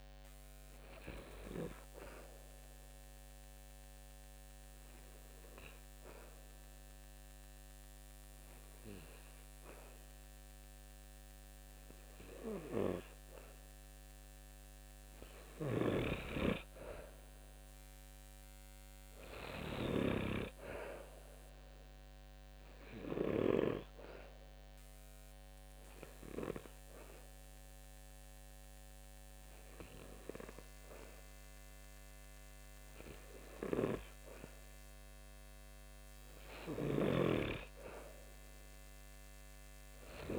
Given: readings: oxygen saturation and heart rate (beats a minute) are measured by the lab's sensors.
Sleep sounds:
breathing in sleep by a microphone on the trachea; 2
2.00-14.50 s: obstructive apnea (oxygen 95% before, 90% lowest, heart rate 73 before, 70 extreme, up 1 after)
15.00-19.50 s: snoring (device-marked)
17.00-19.50 s: arousal
24.00-35.00 s: hypopnea (oxygen 95% before, 90% lowest, heart rate 73 before, 69 extreme, up 0 after)
34.00-40.38 s: oxygen desaturation (device-marked, oxygen 94% before, 90% lowest, heart rate 72 before, 69 extreme)
36.50-40.38 s: snoring (device-marked)
38.00-40.38 s: arousal
From the record:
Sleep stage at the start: N2 (light sleep); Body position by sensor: on the back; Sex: male

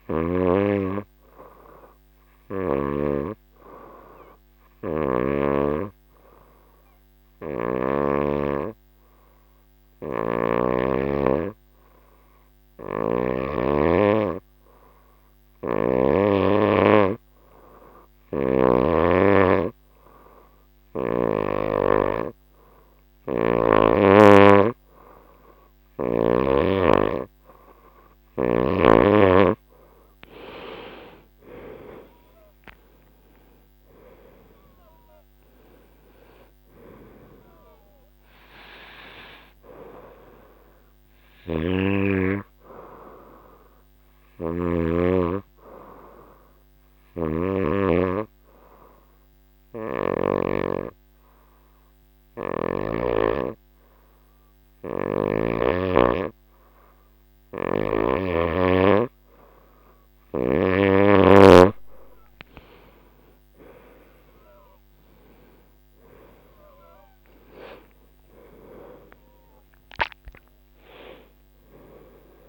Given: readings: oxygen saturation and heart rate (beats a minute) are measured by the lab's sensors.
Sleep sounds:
breathing in sleep by a microphone on the trachea; 2
0.00-3.00 s: snoring (device-marked)
0.00-9.00 s: oxygen desaturation (device-marked, oxygen 92% lowest, heart rate 74 extreme)
2.50-15.50 s: obstructive apnea (oxygen 97% before, 89% lowest, heart rate 76 before, 74 extreme, up 2 after)
12.50-16.00 s: snoring (device-marked)
18.00-50.00 s: oxygen desaturation (device-marked, oxygen 96% before, 89% lowest, heart rate 76 before, 73 extreme)
31.50-35.50 s: arousal
41.00-55.50 s: snoring (device-marked)
47.50-59.50 s: obstructive apnea (oxygen 94% before, 87% lowest, heart rate 79 before, 70 extreme, up 11 after)
63.50-70.00 s: arousal
64.00-72.49 s: oxygen desaturation (device-marked, oxygen 96% before, 90% lowest, heart rate 75 before, 67 extreme)
From the record:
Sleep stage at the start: N2 (light sleep); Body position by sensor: on the back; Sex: female

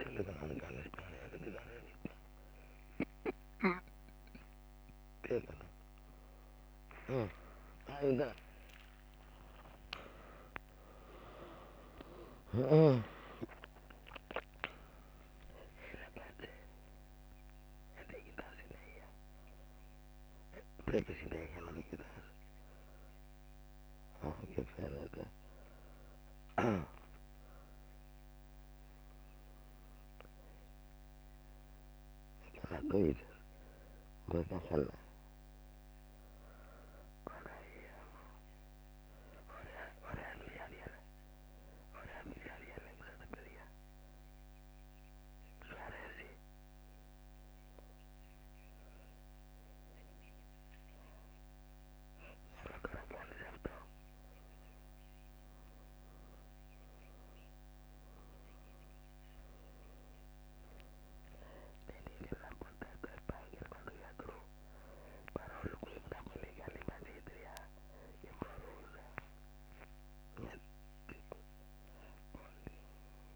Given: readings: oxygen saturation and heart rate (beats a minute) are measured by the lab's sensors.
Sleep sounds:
a person awake in a sleep study, by a microphone on the trachea; none
0.00-6.00 s: drop in pulse transit time (device-marked, heart rate 89 extreme)
6.00-12.00 s: tachycardia (device-marked, heart rate 86 before, 103 extreme)
10.00-12.00 s: long interval between heartbeats (device-marked, heart rate 94 before, 102 extreme)
From the record:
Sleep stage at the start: awake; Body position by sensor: on the back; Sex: female

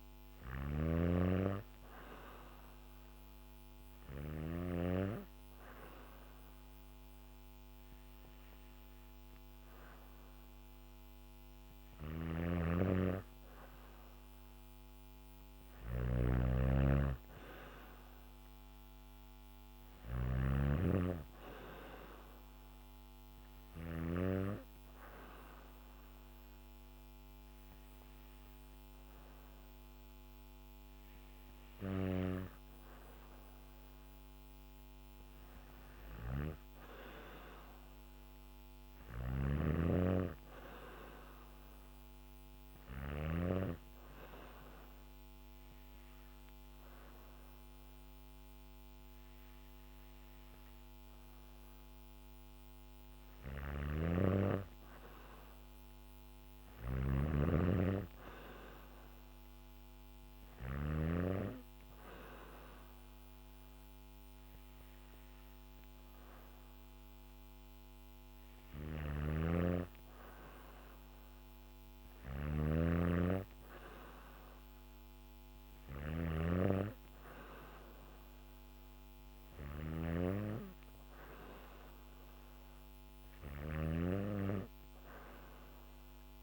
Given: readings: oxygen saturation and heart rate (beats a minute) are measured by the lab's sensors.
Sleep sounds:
breathing in sleep by a microphone on the trachea; none
0.00-4.00 s: snoring (device-marked)
11.00-23.50 s: snoring (device-marked)
38.00-42.50 s: snoring (device-marked)
52.50-60.50 s: snoring (device-marked)
68.00-86.43 s: snoring (device-marked)
From the record:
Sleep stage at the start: N2 (light sleep); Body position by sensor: on the back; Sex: female

